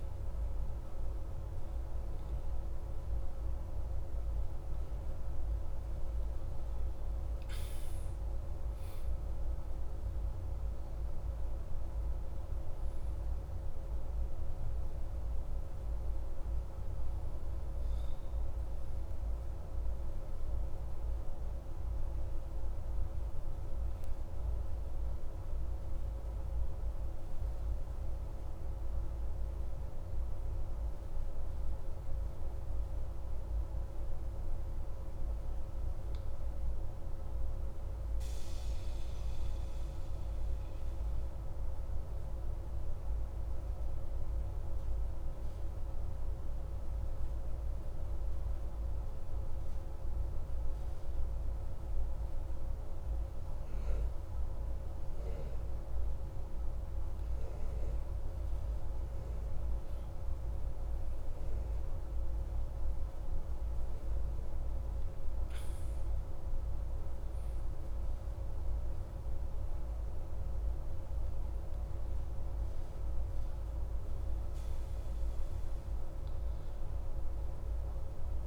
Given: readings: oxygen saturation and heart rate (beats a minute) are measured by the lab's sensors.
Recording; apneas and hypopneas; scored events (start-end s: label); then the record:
breathing in sleep, hard to hear, by a room microphone; 1
3.50-33.50 s: new sleep stage, N1 (lightest sleep)
33.50-36.50 s: arousal
33.50-78.47 s: new sleep stage, N2 (light sleep)
38.50-55.00 s: obstructive apnea (oxygen 98% before, 95% lowest, heart rate 30 before, 32 extreme, up 11 after)
57.50-61.00 s: arousal
From the record:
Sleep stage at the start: N2 (light sleep); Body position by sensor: on the back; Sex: male